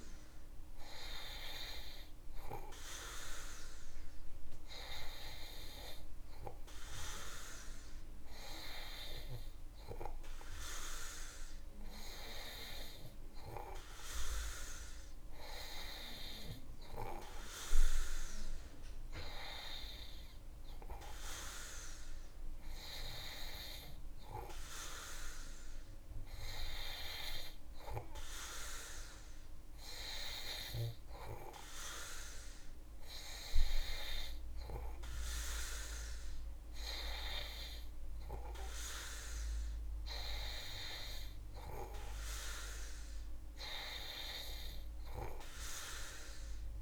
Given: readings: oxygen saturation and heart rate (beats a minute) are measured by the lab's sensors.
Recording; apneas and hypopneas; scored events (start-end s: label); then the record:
breathing in sleep by a room microphone; none
none scored
From the record:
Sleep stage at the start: N2 (light sleep); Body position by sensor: on the back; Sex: male